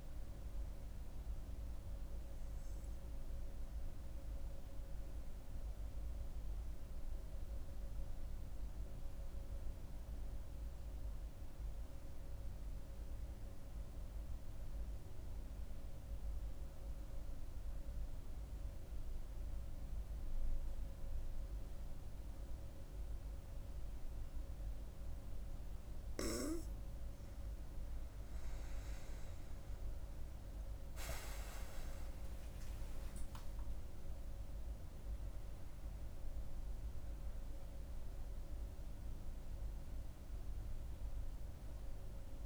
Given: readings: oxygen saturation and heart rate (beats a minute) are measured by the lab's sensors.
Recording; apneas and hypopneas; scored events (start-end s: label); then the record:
breathing in sleep, hard to hear, by a room microphone; 1
3.50-26.50 s: mixed apnea (oxygen 98% before, 92% lowest, heart rate 74 before, 65 extreme, up 7 after)
21.50-42.46 s: oxygen desaturation (device-marked, oxygen 98% before, 92% lowest, heart rate 66 before, 66 extreme)
28.50-32.50 s: arousal
From the record:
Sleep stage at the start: N2 (light sleep); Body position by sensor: on the back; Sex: female